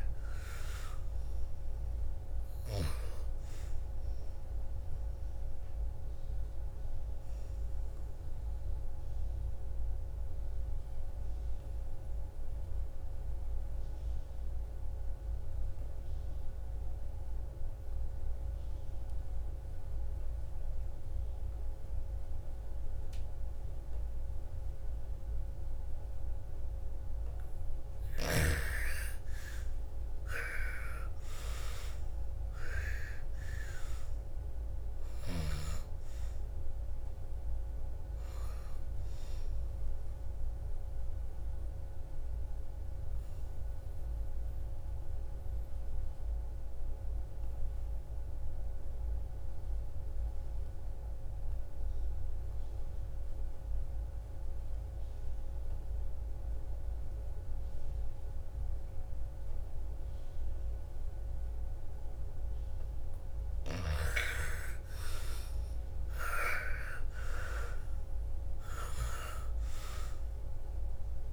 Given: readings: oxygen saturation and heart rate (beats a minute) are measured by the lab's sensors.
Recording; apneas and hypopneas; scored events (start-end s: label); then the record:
breathing in sleep by a room microphone; 2
0.00-1.50 s: arousal
1.00-14.00 s: oxygen desaturation (device-marked, oxygen 98% before, 90% lowest, heart rate 61 before, 53 extreme)
5.50-27.00 s: obstructive apnea (oxygen 98% before, 82% lowest, heart rate 61 before, 53 extreme, up 18 after)
28.00-51.00 s: oxygen desaturation (device-marked, oxygen 98% before, 82% lowest, heart rate 55 before, 54 extreme)
29.00-34.00 s: arousal
40.50-62.50 s: mixed apnea (oxygen 98% before, 80% lowest, heart rate 62 before, 54 extreme, up 17 after)
64.00-68.50 s: arousal
67.00-71.33 s: oxygen desaturation (device-marked, oxygen 98% before, 83% lowest, heart rate 58 before, 55 extreme)
From the record:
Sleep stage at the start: N2 (light sleep); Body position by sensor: on the back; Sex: female